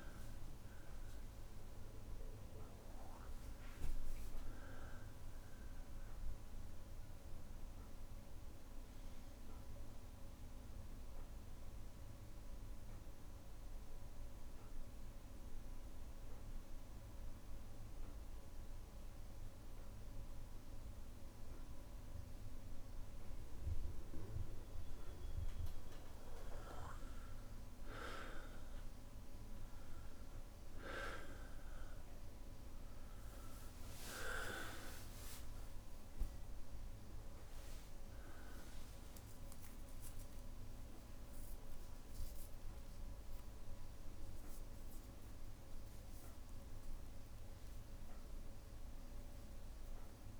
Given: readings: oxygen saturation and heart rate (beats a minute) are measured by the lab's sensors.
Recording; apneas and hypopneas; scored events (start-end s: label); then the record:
breathing in sleep by a room microphone; 1
0.00-1.00 s: tachycardia (device-marked, heart rate 160 extreme)
0.00-1.50 s: long interval between heartbeats (device-marked, heart rate 149 extreme)
11.00-27.00 s: obstructive apnea (oxygen 99% before, 92% lowest, heart rate 107 before, 60 extreme, up 5 after)
27.00-50.40 s: oxygen desaturation (device-marked, oxygen 98% before, 92% lowest, heart rate 61 before, 61 extreme)
38.00-40.00 s: tachycardia (device-marked, heart rate 67 before, 88 extreme)
39.00-41.00 s: long interval between heartbeats (device-marked, heart rate 63 before, 88 extreme)
40.00-50.40 s: new sleep stage, awake
41.50-43.50 s: long interval between heartbeats (device-marked, heart rate 66 before, 101 extreme)
From the record:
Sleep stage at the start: N2 (light sleep); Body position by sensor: on the back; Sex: male